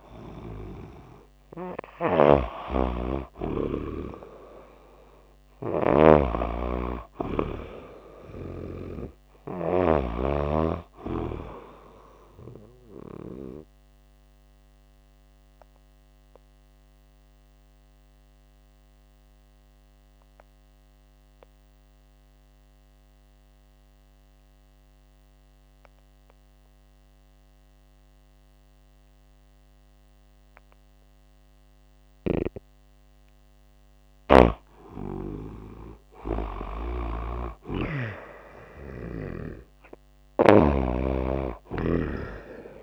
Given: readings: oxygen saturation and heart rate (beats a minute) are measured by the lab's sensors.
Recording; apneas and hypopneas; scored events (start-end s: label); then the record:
breathing in sleep by a microphone on the trachea; 1
0.00-4.00 s: arousal
0.00-9.50 s: snoring (device-marked)
8.50-30.50 s: oxygen desaturation (device-marked, oxygen 95% before, 90% lowest, heart rate 78 before, 83 extreme)
13.00-31.50 s: obstructive apnea (oxygen 95% before, 90% lowest, heart rate 87 before, 83 extreme, up 21 after)
34.00-38.00 s: arousal
36.00-42.83 s: snoring (device-marked)
38.50-42.83 s: oxygen desaturation (device-marked, oxygen 94% before, 90% lowest, heart rate 105 before, 86 extreme)
From the record:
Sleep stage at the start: N2 (light sleep); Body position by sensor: on the back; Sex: female